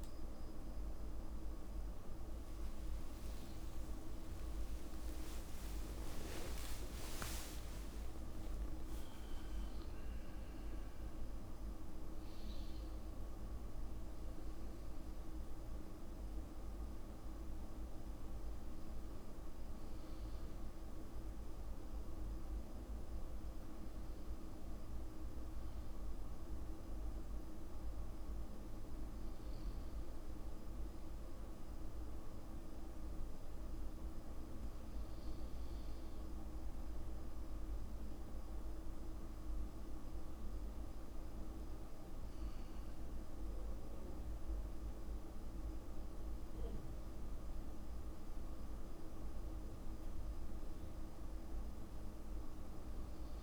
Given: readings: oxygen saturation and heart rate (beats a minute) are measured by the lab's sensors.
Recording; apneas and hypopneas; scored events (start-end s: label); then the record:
a person awake in a sleep study, hard to hear, by a room microphone; none
4.00-6.00 s: long interval between heartbeats (device-marked, heart rate 63 before, 77 extreme)
7.00-9.00 s: long interval between heartbeats (device-marked, heart rate 65 before, 87 extreme)
46.50-53.43 s: new sleep stage, N1 (lightest sleep)
From the record:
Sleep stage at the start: awake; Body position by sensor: on the back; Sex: male